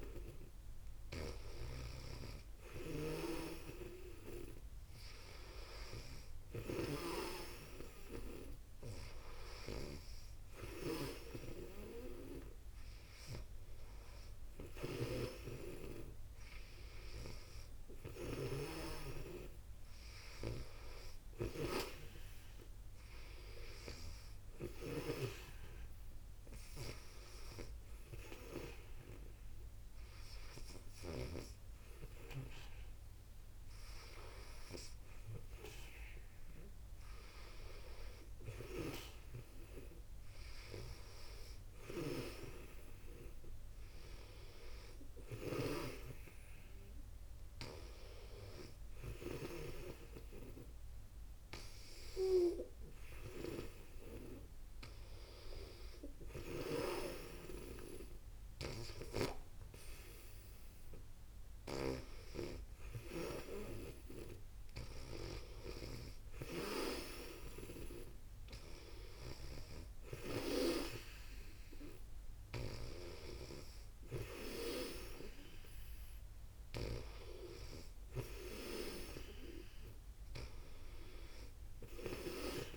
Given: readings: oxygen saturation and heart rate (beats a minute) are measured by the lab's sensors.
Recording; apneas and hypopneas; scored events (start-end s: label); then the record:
breathing in sleep by a room microphone; none
1.00-7.00 s: snoring (device-marked)
1.00-8.00 s: oxygen desaturation (device-marked, oxygen 95% before, 92% lowest, heart rate 61 before, 61 extreme)
9.00-31.00 s: snoring (device-marked)
41.50-48.50 s: snoring (device-marked)
60.00-64.00 s: arousal
61.00-72.50 s: snoring (device-marked)
From the record:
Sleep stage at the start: N2 (light sleep); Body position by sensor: on the back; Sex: female